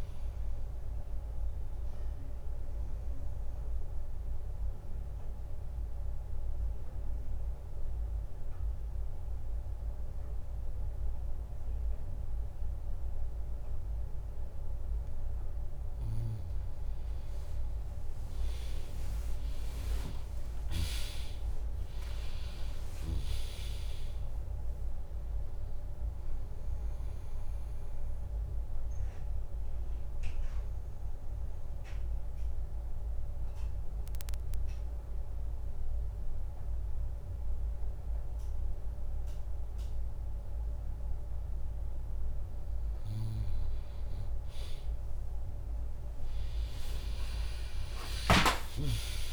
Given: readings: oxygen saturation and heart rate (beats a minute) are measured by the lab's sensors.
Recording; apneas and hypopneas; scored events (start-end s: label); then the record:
breathing in sleep by a room microphone; 2
0.00-3.00 s: drop in pulse transit time (device-marked, heart rate 63 extreme)
1.50-15.00 s: obstructive apnea (oxygen 100% before, 96% lowest, heart rate 69 before, 62 extreme, up 12 after)
17.50-21.00 s: arousal
19.00-32.00 s: drop in pulse transit time (device-marked, heart rate 71 before, 65 extreme)
26.00-41.50 s: obstructive apnea (oxygen 100% before, 96% lowest, heart rate 69 before, 57 extreme)
41.00-44.00 s: bradycardia (device-marked, heart rate 73 before, 63 extreme)
47.00-49.32 s: arousal
From the record:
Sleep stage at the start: N2 (light sleep); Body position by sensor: on the back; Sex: female